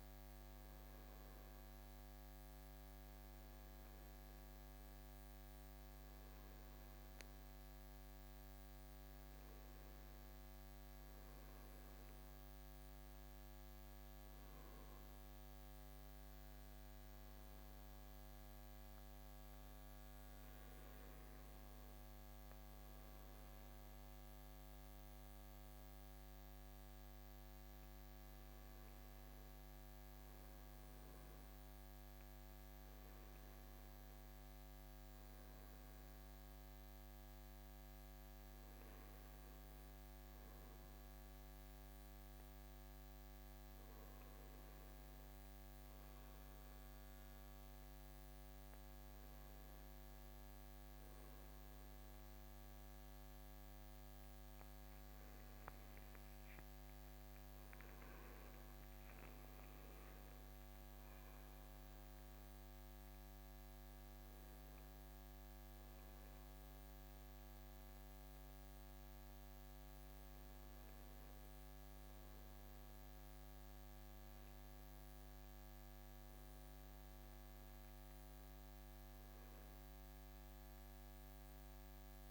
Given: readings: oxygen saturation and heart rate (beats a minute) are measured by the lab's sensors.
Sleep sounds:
breathing in sleep, hard to hear, by a microphone on the trachea; none
none scored
From the record:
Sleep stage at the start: N2 (light sleep); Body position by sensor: on the right side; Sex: male

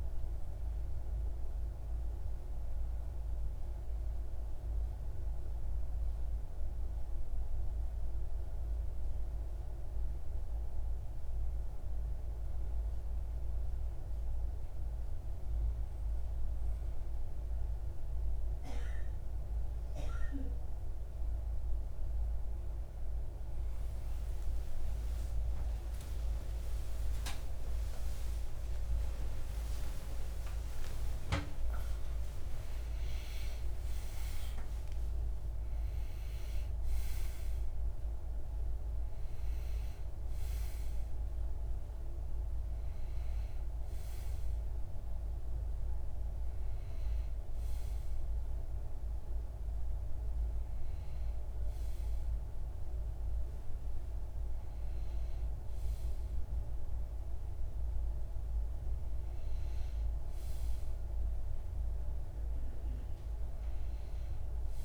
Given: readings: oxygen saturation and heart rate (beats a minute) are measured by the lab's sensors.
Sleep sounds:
breathing in sleep, hard to hear, by a room microphone; none
23.50-31.50 s: arousal
From the record:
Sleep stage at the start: REM sleep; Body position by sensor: on the back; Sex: male

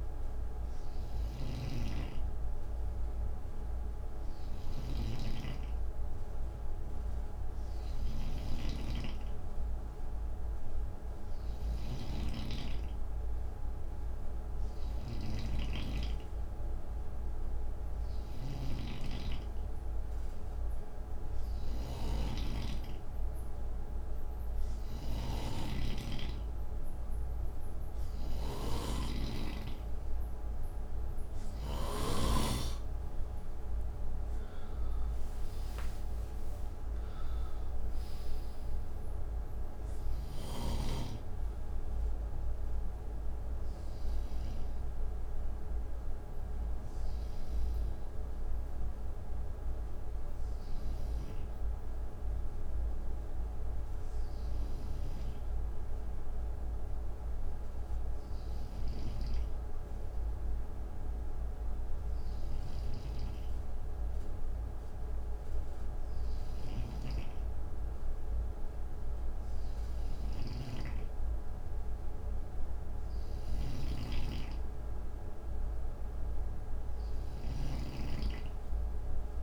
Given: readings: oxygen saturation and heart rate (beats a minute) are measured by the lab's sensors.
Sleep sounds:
breathing in sleep by a room microphone; none
0.00-31.50 s: snoring (device-marked)
39.50-44.00 s: snoring (device-marked)
54.00-79.43 s: snoring (device-marked)
From the record:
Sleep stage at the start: N2 (light sleep); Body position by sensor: on the right side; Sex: male

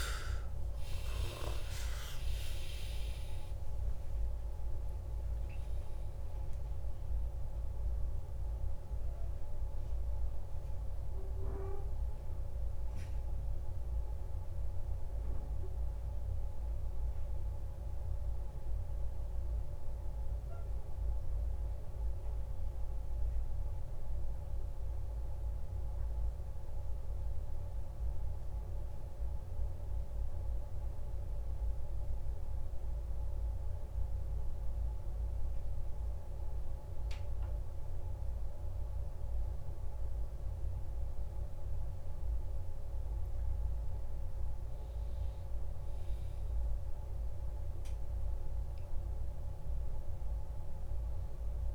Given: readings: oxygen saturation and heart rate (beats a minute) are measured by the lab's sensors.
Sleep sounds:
a person awake in a sleep study, hard to hear, by a room microphone; none
none scored
From the record:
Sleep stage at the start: awake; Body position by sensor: on the back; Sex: male

